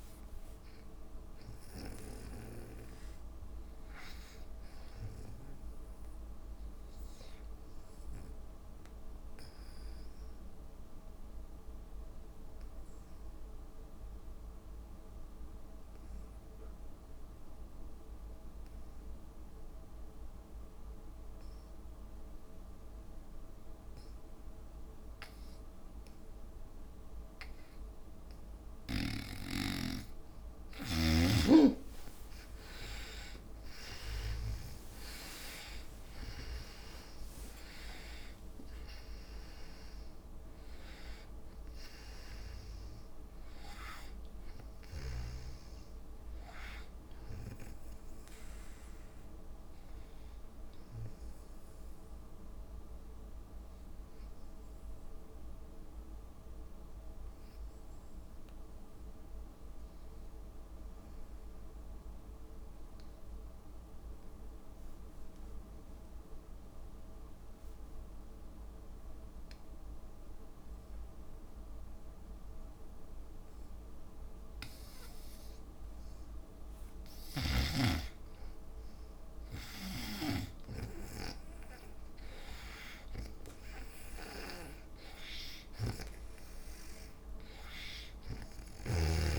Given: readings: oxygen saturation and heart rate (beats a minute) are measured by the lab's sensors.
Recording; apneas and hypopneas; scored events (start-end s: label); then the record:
breathing in sleep by a room microphone; 2
3.00-6.50 s: arousal
8.50-29.50 s: obstructive apnea (oxygen 98% before, 75% lowest, heart rate 56 before, 54 extreme, up 26 after)
19.00-58.00 s: oxygen desaturation (device-marked, oxygen 97% before, 75% lowest, heart rate 59 before, 54 extreme)
32.00-36.00 s: arousal
35.00-40.00 s: tachycardia (device-marked, heart rate 64 before, 102 extreme)
36.50-38.50 s: long interval between heartbeats (device-marked, heart rate 64 before, 79 extreme)
38.50-40.50 s: long interval between heartbeats (device-marked, heart rate 66 before, 102 extreme)
52.50-75.00 s: obstructive apnea (oxygen 94% before, 83% lowest, heart rate 77 before, 56 extreme, up 5 after)
75.00-89.39 s: oxygen desaturation (device-marked, oxygen 99% before, 83% lowest, heart rate 58 before, 56 extreme)
77.00-81.00 s: snoring (device-marked)
79.00-83.00 s: arousal
From the record:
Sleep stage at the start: N2 (light sleep); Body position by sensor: on the back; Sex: female